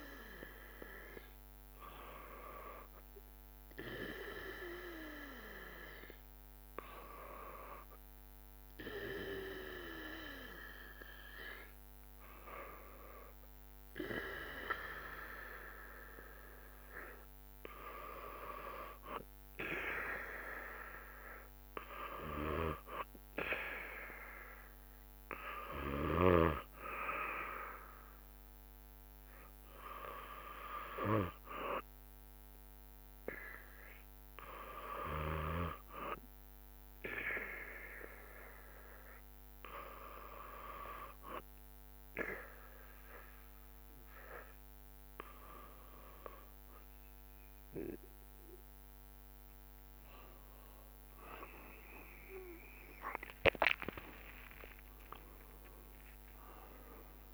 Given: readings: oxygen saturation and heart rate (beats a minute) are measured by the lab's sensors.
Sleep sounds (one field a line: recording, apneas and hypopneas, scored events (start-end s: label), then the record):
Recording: breathing in sleep by a microphone on the trachea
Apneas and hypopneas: 1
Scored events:
24.00-51.00 s: hypopnea (oxygen 96% before, 94% lowest, heart rate 66 before, 66 extreme, up 33 after)
54.00-57.34 s: arousal
54.00-57.34 s: drop in pulse transit time (device-marked, heart rate 68 before, 86 extreme)
54.50-56.50 s: long interval between heartbeats (device-marked, heart rate 68 before, 89 extreme)
From the record:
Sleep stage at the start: N2 (light sleep)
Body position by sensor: on the back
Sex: male